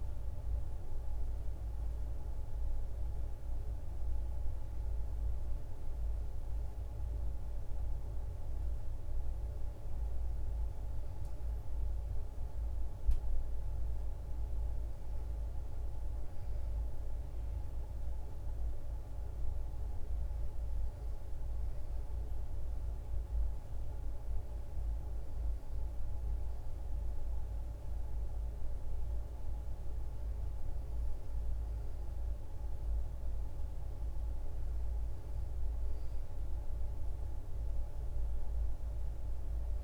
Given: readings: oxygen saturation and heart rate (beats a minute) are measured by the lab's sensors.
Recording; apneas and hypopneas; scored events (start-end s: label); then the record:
breathing in sleep, hard to hear, by a room microphone; none
none scored
From the record:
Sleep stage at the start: N2 (light sleep); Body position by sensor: on the back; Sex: female